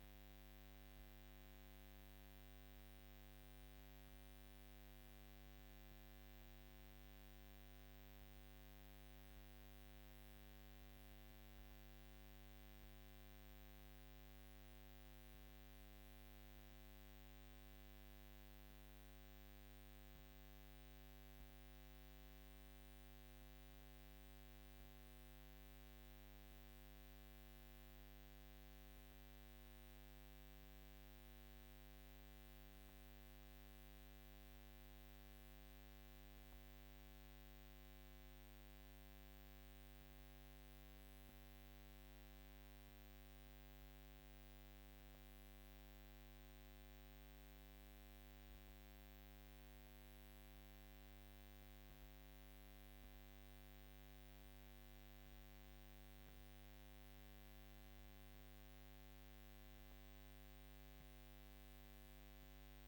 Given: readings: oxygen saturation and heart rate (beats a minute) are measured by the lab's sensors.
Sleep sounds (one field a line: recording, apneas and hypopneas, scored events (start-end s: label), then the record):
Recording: breathing in sleep, hard to hear, by a microphone on the trachea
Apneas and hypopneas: none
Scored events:
0.00-24.00 s: oxygen desaturation (device-marked, oxygen 96% lowest, heart rate 48 extreme)
27.00-62.88 s: new sleep stage, N2 (light sleep)
From the record:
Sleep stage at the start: N1 (lightest sleep)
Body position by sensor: on the back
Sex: female